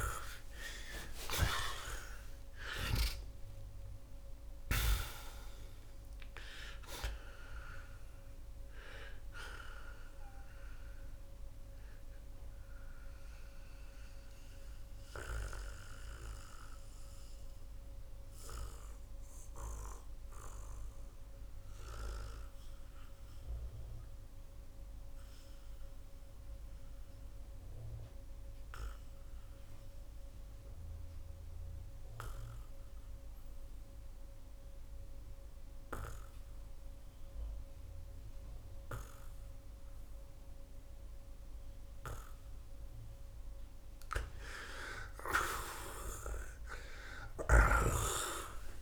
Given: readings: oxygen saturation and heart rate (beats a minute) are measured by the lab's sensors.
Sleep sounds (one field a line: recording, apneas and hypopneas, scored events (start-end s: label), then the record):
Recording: breathing in sleep by a room microphone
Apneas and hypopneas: 1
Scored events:
0.00-15.50 s: oxygen desaturation (device-marked, oxygen 88% lowest)
9.50-48.82 s: new sleep stage, REM sleep
10.00-42.50 s: mixed apnea (oxygen 95% before, 77% lowest)
25.50-42.50 s: oxygen desaturation (device-marked, oxygen 89% before, 77% lowest)
44.00-47.50 s: arousal
From the record:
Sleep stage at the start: N2 (light sleep)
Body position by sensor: on the back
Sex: male